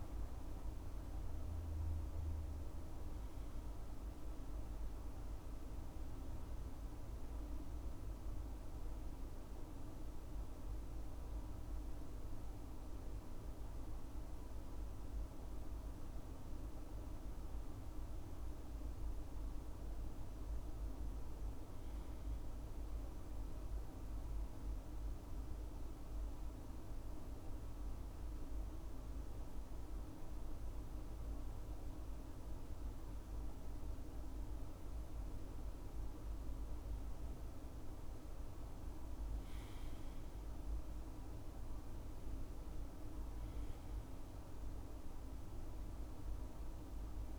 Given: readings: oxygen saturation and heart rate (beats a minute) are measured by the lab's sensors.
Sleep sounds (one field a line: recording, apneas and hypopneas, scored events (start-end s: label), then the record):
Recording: breathing in sleep, hard to hear, by a room microphone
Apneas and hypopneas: 2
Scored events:
7.50-17.50 s: obstructive apnea (oxygen 96% before, 94% lowest, heart rate 73 before, 64 extreme, up 5 after)
21.00-23.50 s: arousal
26.00-36.50 s: obstructive apnea (oxygen 98% before, 94% lowest, heart rate 67 before, 64 extreme, up 10 after)
40.50-43.50 s: arousal
From the record:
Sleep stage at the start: N2 (light sleep)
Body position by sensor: on the left side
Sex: male